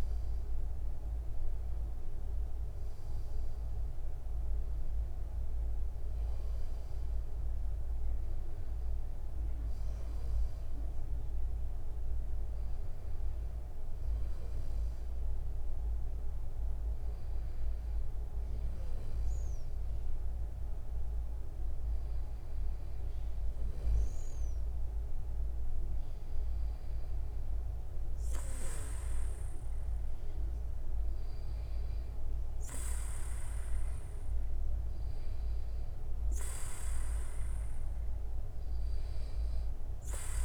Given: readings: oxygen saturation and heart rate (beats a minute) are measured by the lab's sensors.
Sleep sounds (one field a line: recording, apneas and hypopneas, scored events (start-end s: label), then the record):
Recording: breathing in sleep, hard to hear, by a room microphone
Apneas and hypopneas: none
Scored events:
none scored
From the record:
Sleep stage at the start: N2 (light sleep)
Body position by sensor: on the back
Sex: male